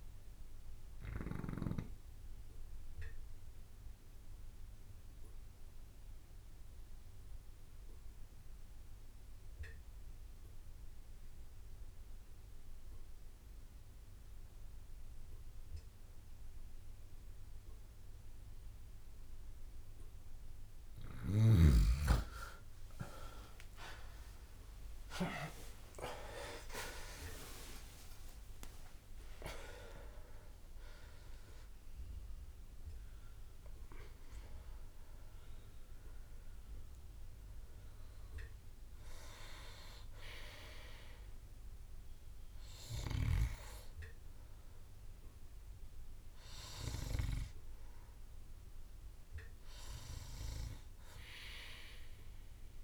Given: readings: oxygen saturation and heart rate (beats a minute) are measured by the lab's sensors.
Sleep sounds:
breathing in sleep by a room microphone; 1
0.00-1.00 s: snoring (device-marked)
0.50-20.00 s: obstructive apnea (oxygen 96% before, 86% lowest)
7.00-25.00 s: oxygen desaturation (device-marked, oxygen 94% before, 91% lowest)
22.00-28.50 s: arousal
34.00-52.00 s: oxygen desaturation (device-marked, oxygen 92% before, 86% lowest)
From the record:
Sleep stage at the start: N2 (light sleep); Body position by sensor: on the back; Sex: male

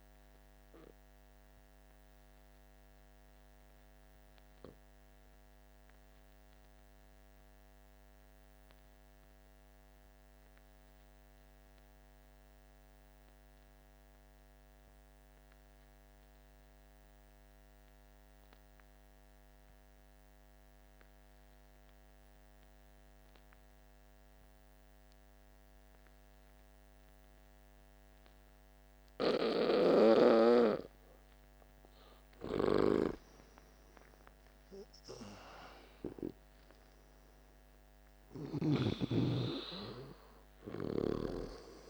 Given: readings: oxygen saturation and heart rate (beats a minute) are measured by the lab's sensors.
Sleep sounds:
breathing in sleep by a microphone on the trachea; 1
0.00-8.00 s: oxygen desaturation (device-marked, oxygen 86% lowest, heart rate 48 extreme)
1.50-28.50 s: obstructive apnea (oxygen 98% before, 85% lowest, heart rate 55 before, 49 extreme, up 10 after)
23.00-41.90 s: oxygen desaturation (device-marked, oxygen 99% before, 85% lowest, heart rate 50 before, 48 extreme)
29.50-33.00 s: snoring (device-marked)
31.50-34.50 s: arousal
From the record:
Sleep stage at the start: N2 (light sleep); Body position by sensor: on the back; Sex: male

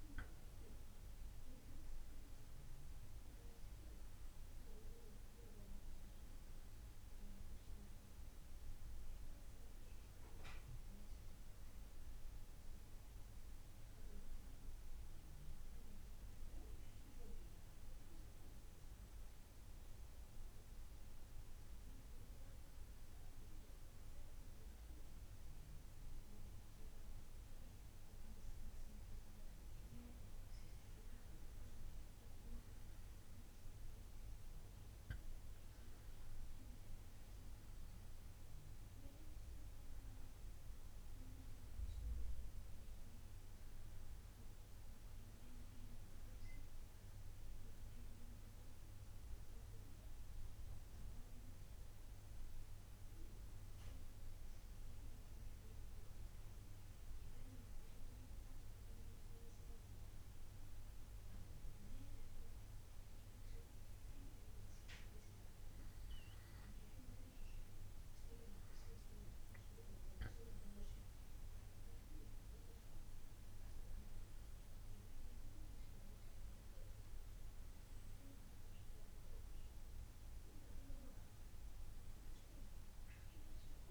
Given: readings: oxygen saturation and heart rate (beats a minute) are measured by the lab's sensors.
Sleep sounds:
breathing in sleep, hard to hear, by a room microphone; 1
19.50-32.00 s: obstructive apnea (oxygen 95% before, 94% lowest, heart rate 70 before, 63 extreme, up 9 after)
36.50-40.50 s: arousal
49.50-83.91 s: new sleep stage, N1 (lightest sleep)
From the record:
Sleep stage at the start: N2 (light sleep); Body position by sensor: on the back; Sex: male

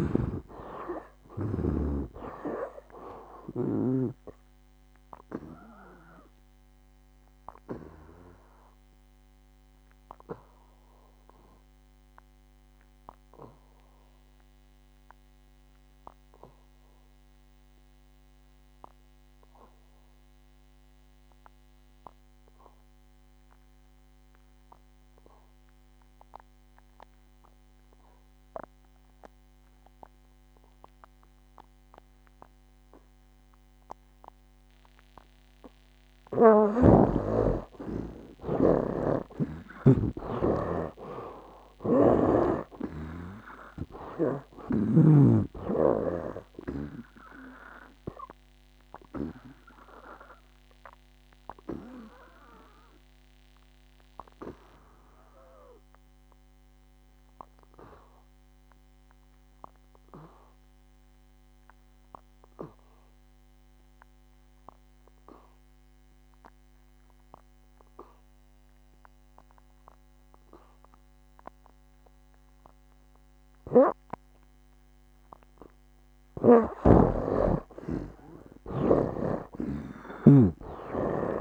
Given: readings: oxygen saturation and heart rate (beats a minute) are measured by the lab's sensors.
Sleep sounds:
breathing in sleep by a microphone on the trachea; 2
0.00-29.50 s: oxygen desaturation (device-marked, oxygen 75% lowest, heart rate 57 extreme)
5.00-36.00 s: obstructive apnea (oxygen 96% before, 67% lowest, heart rate 64 before, 57 extreme, up 18 after)
35.50-70.50 s: oxygen desaturation (device-marked, oxygen 95% before, 67% lowest, heart rate 59 before, 58 extreme)
37.00-40.50 s: snoring (device-marked)
39.50-43.00 s: arousal
47.50-76.00 s: obstructive apnea (oxygen 95% before, 67% lowest, heart rate 65 before, 58 extreme, up 16 after)
77.00-80.50 s: snoring (device-marked)
79.50-81.41 s: arousal
From the record:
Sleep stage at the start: N2 (light sleep); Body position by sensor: on the back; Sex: male

